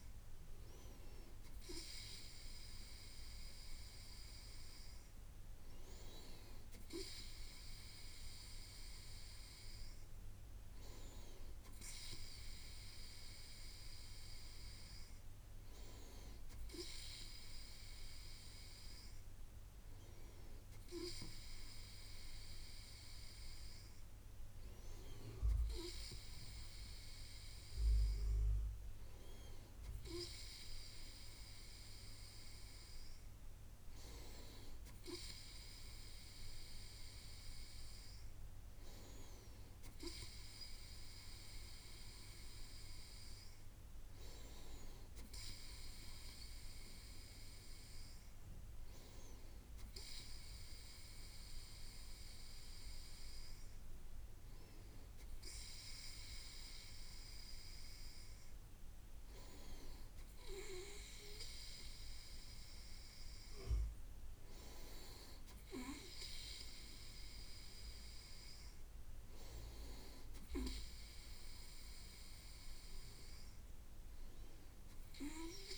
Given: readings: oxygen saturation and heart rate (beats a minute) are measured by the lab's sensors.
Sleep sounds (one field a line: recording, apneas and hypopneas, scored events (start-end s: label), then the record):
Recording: breathing in sleep by a room microphone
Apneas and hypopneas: none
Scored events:
none scored
From the record:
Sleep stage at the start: N2 (light sleep)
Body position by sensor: on the right side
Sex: male